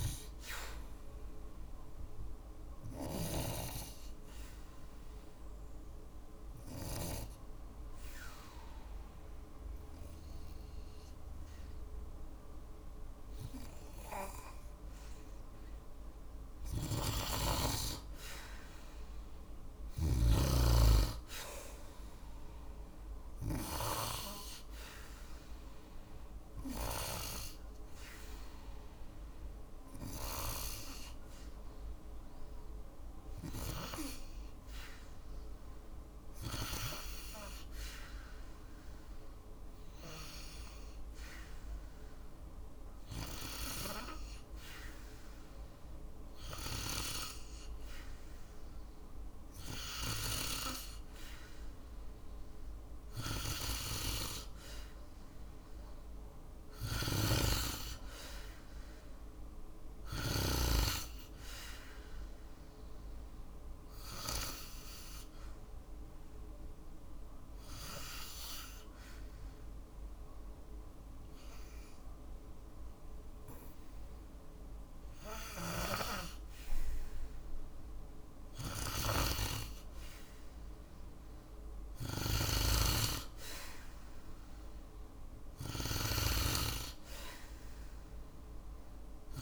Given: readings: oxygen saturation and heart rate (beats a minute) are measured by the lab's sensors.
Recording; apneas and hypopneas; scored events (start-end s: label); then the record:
breathing in sleep by a room microphone; 3
3.00-14.50 s: obstructive apnea (oxygen 97% before, 93% lowest, heart rate 57 before, 56 extreme, up 2 after)
17.00-20.50 s: arousal
31.00-47.00 s: obstructive apnea (oxygen 96% before, 93% lowest, heart rate 57 before, 56 extreme, up 0 after)
50.50-54.00 s: arousal
63.00-75.50 s: obstructive apnea (oxygen 96% before, 93% lowest, heart rate 57 before, 55 extreme, up 1 after)
80.00-84.00 s: arousal
From the record:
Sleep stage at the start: N2 (light sleep); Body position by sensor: on the back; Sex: female